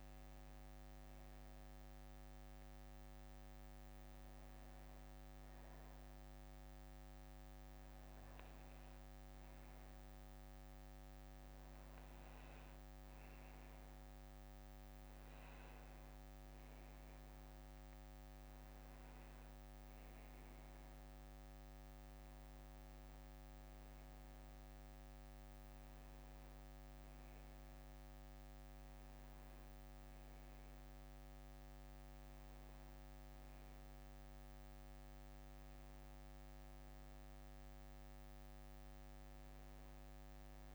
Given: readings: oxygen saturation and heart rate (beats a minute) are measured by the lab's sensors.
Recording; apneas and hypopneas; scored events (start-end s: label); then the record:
breathing in sleep, hard to hear, by a microphone on the trachea; none
1.50-5.50 s: bradycardia (device-marked, heart rate 64 before, 57 extreme)
From the record:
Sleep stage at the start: N1 (lightest sleep); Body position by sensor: on the back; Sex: male